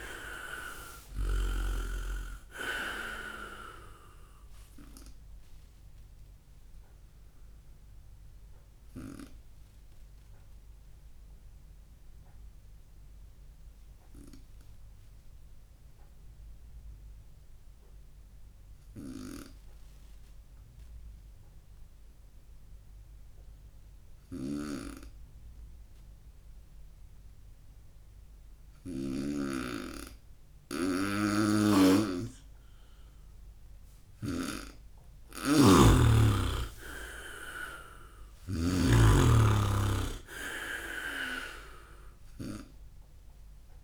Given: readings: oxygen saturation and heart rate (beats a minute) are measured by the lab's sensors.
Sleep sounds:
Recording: breathing in sleep by a room microphone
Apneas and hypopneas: 1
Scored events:
2.00-9.00 s: oxygen desaturation (device-marked, oxygen 97% before, 94% lowest, heart rate 69 before, 62 extreme)
6.00-32.00 s: obstructive apnea (oxygen 99% before, 93% lowest, heart rate 72 before, 62 extreme, up 9 after)
21.00-34.00 s: oxygen desaturation (device-marked, oxygen 96% before, 93% lowest, heart rate 71 before, 66 extreme)
24.00-29.50 s: snoring (device-marked)
35.00-38.50 s: arousal
From the record:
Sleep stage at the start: N2 (light sleep)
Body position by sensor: on the right side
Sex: male

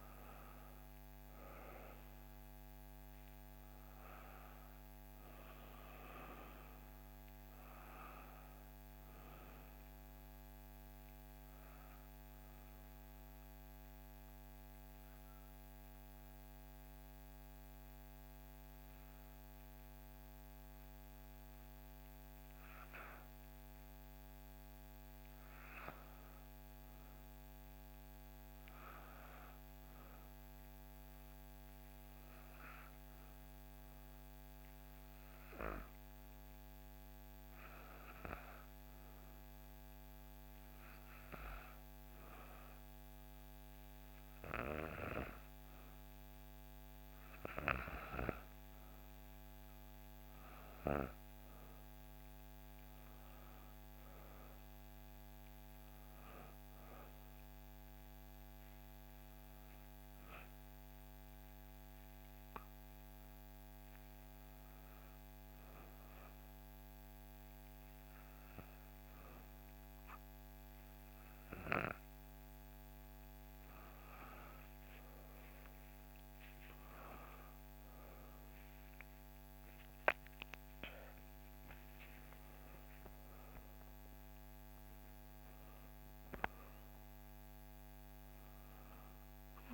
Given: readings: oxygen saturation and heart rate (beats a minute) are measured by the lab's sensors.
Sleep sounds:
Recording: breathing in sleep by a microphone on the trachea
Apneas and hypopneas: 3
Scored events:
0.00-12.50 s: oxygen desaturation (device-marked, oxygen 90% lowest, heart rate 60 extreme)
9.50-24.00 s: obstructive apnea (oxygen 96% before, 91% lowest, heart rate 64 before, 60 extreme, up 1 after)
25.50-29.00 s: arousal
33.00-46.50 s: hypopnea (oxygen 97% before, 91% lowest, heart rate 60 before, 60 extreme, up 2 after)
33.50-71.50 s: oxygen desaturation (device-marked, oxygen 97% before, 91% lowest, heart rate 61 before, 60 extreme)
49.00-51.50 s: arousal
61.50-72.50 s: obstructive apnea (oxygen 96% before, 91% lowest, heart rate 61 before, 61 extreme, up 4 after)
75.00-79.50 s: arousal
From the record:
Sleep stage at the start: N2 (light sleep)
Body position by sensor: on the back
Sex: female

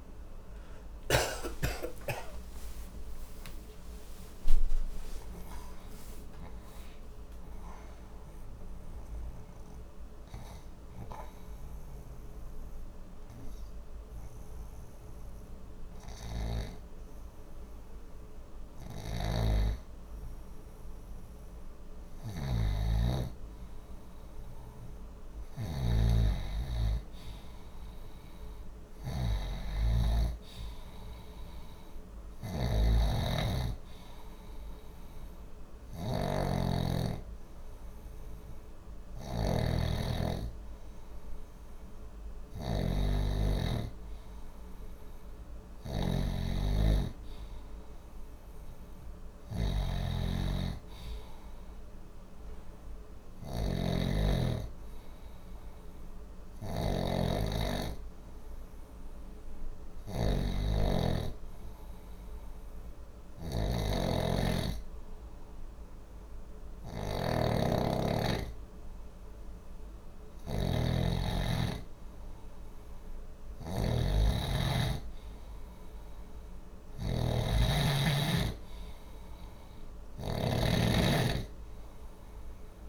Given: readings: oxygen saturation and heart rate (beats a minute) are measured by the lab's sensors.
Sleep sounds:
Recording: breathing in sleep by a room microphone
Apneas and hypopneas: 1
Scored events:
10.50-22.50 s: obstructive apnea (oxygen 97% before, 93% lowest, heart rate 91 before, 59 extreme, up 1 after)
18.50-82.89 s: snoring (device-marked)
24.50-28.00 s: arousal
34.50-50.50 s: oxygen desaturation (device-marked, oxygen 97% before, 93% lowest, heart rate 61 before, 59 extreme)
From the record:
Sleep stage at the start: N2 (light sleep)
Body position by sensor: on the back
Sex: male

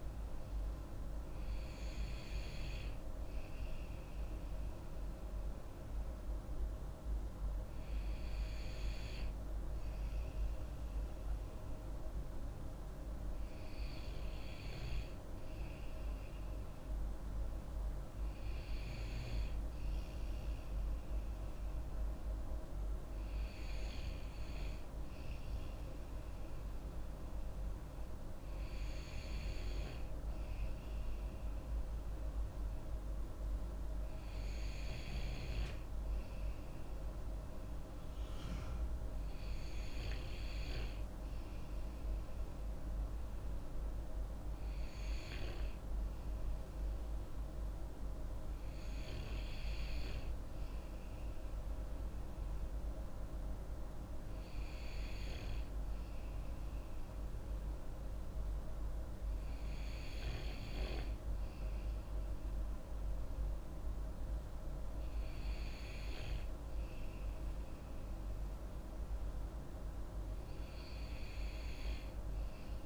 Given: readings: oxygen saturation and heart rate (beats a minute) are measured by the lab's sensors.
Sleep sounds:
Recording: breathing in sleep, hard to hear, by a room microphone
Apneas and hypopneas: none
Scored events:
none scored
From the record:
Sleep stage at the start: N2 (light sleep)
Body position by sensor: on the back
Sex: female

